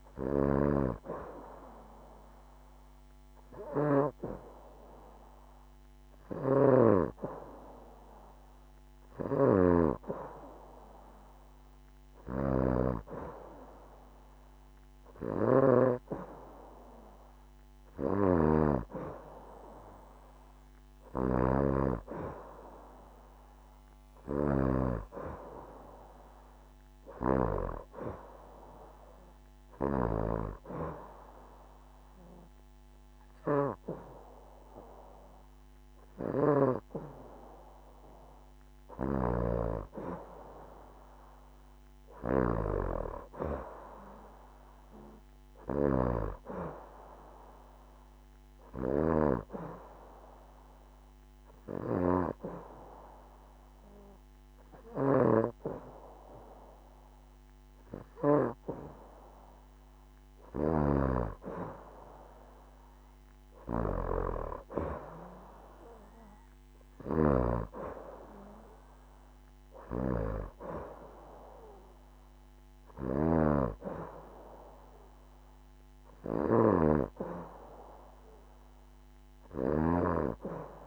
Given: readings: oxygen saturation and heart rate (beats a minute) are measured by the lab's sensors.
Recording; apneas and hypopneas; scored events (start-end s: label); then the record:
breathing in sleep by a microphone on the trachea; 3
1.50-13.00 s: hypopnea (oxygen 96% before, 90% lowest, heart rate 67 before, 67 extreme, up 3 after)
4.00-17.00 s: oxygen desaturation (device-marked, oxygen 96% before, 92% lowest, heart rate 68 before, 67 extreme)
16.50-20.50 s: arousal
22.00-42.00 s: oxygen desaturation (device-marked, oxygen 95% before, 91% lowest, heart rate 69 before, 69 extreme)
29.50-39.50 s: obstructive apnea (oxygen 96% before, 89% lowest, heart rate 70 before, 69 extreme, up 1 after)
43.50-47.50 s: arousal
49.00-59.00 s: oxygen desaturation (device-marked, oxygen 93% before, 90% lowest, heart rate 72 before, 69 extreme)
50.00-60.50 s: hypopnea (oxygen 95% before, 89% lowest, heart rate 72 before, 69 extreme, up 2 after)
62.50-66.50 s: arousal
69.00-80.00 s: oxygen desaturation (device-marked, oxygen 93% before, 89% lowest, heart rate 71 before, 70 extreme)
From the record:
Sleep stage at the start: N2 (light sleep); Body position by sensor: on the back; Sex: female